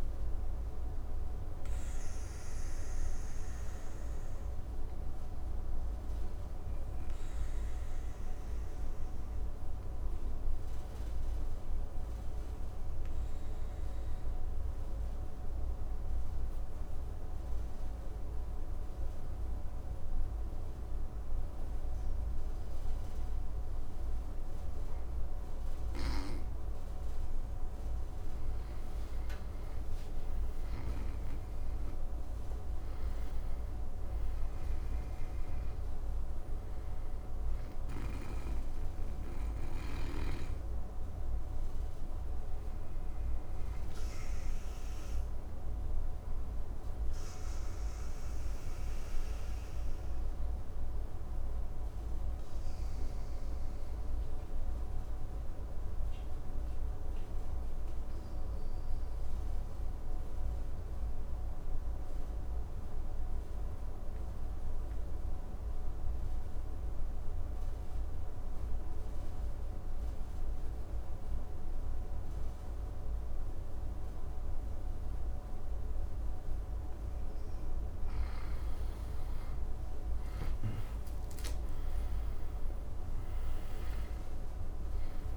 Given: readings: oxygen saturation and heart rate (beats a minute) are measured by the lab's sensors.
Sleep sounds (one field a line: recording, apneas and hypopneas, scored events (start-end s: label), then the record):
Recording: breathing in sleep, hard to hear, by a room microphone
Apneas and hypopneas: 2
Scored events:
6.00-25.50 s: obstructive apnea (oxygen 98% before, 93% lowest, heart rate 62 before, 55 extreme, up 10 after)
26.50-54.50 s: oxygen desaturation (device-marked, oxygen 99% before, 93% lowest, heart rate 57 before, 52 extreme)
28.00-32.50 s: arousal
50.50-75.50 s: obstructive apnea (oxygen 98% before, 91% lowest, heart rate 63 before, 52 extreme, up 11 after)
72.50-85.37 s: oxygen desaturation (device-marked, oxygen 99% before, 91% lowest, heart rate 54 before, 55 extreme)
78.00-83.50 s: arousal
From the record:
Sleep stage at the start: N2 (light sleep)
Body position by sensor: on the back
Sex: male